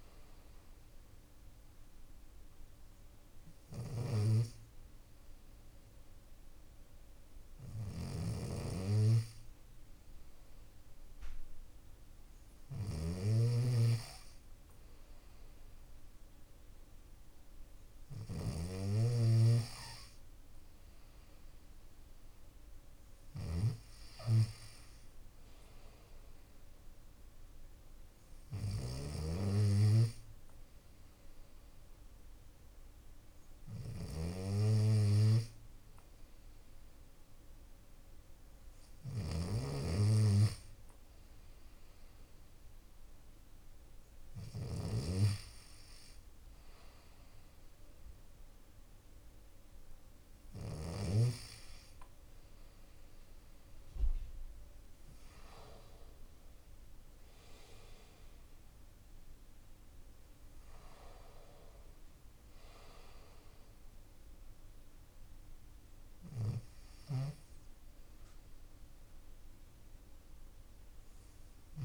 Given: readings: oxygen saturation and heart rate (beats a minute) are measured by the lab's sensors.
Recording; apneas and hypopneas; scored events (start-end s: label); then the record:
breathing in sleep by a room microphone; none
0.00-44.00 s: snoring (device-marked)
17.00-22.50 s: arousal
46.50-50.50 s: arousal
66.00-71.50 s: snoring (device-marked)
From the record:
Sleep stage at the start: N2 (light sleep); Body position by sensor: on the left side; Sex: male